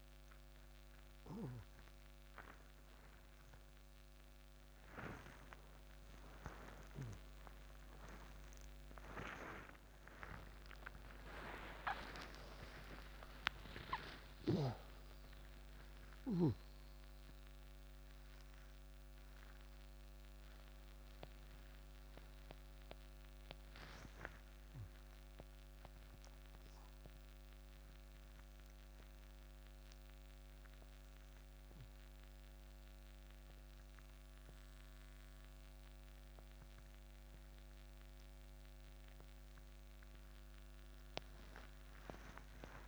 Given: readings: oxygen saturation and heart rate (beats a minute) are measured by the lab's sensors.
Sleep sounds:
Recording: a person awake in a sleep study, by a microphone on the trachea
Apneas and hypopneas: none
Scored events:
none scored
From the record:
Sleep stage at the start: awake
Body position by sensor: on the right side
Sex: male

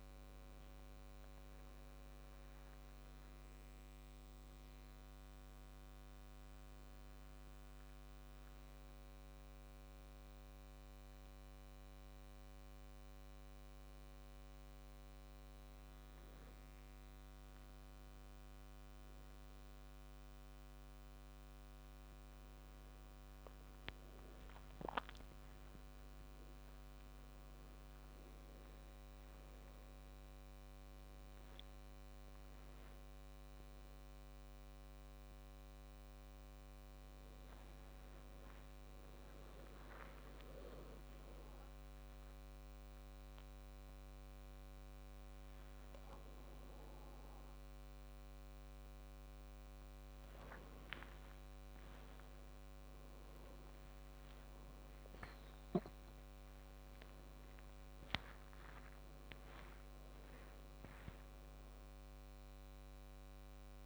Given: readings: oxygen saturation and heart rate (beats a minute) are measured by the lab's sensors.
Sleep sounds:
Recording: a person awake in a sleep study, hard to hear, by a microphone on the trachea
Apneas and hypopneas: none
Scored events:
0.00-4.00 s: oxygen desaturation (device-marked, oxygen 92% lowest, heart rate 74 extreme)
6.00-21.00 s: oxygen desaturation (device-marked, oxygen 96% before, 91% lowest, heart rate 76 before, 76 extreme)
24.00-63.86 s: new sleep stage, awake
From the record:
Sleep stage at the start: N2 (light sleep)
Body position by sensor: on the back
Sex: male

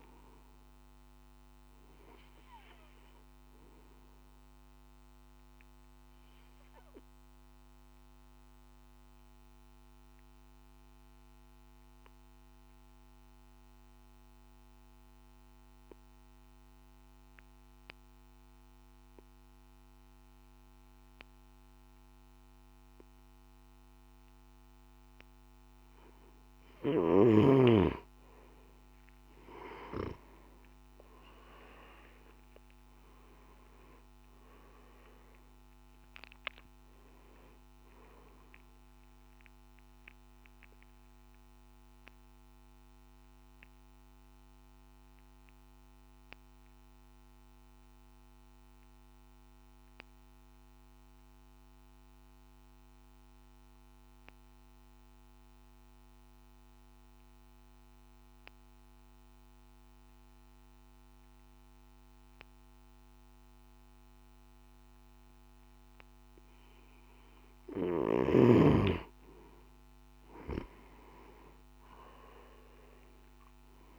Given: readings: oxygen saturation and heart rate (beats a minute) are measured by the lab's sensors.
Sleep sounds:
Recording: breathing in sleep by a microphone on the trachea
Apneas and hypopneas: 2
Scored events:
3.50-26.00 s: obstructive apnea (oxygen 98% before, 89% lowest, heart rate 55 before, 51 extreme, up 12 after)
5.00-16.00 s: oxygen desaturation (device-marked, oxygen 96% before, 92% lowest, heart rate 55 before, 51 extreme)
28.00-59.00 s: oxygen desaturation (device-marked, oxygen 98% before, 89% lowest, heart rate 52 before, 53 extreme)
42.00-66.50 s: obstructive apnea (oxygen 98% before, 88% lowest, heart rate 59 before, 51 extreme, up 9 after)
68.00-73.99 s: oxygen desaturation (device-marked, oxygen 98% before, 88% lowest, heart rate 54 before, 51 extreme)
From the record:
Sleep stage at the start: N2 (light sleep)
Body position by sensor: on the back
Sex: male

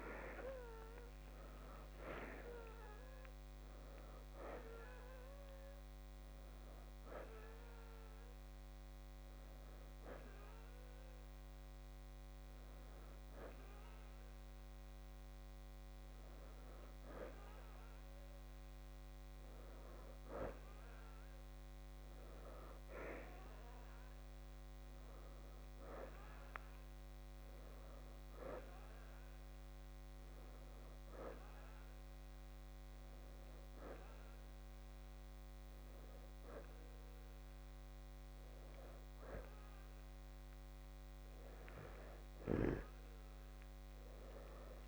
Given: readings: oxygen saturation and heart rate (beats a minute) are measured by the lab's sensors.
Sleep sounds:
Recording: breathing in sleep by a microphone on the trachea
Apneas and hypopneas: none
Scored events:
10.50-20.50 s: oxygen desaturation (device-marked, oxygen 94% before, 89% lowest, heart rate 114 before, 66 extreme)
33.50-44.50 s: oxygen desaturation (device-marked, oxygen 94% before, 90% lowest, heart rate 68 before, 56 extreme)
From the record:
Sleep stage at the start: N2 (light sleep)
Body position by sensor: on the left side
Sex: male

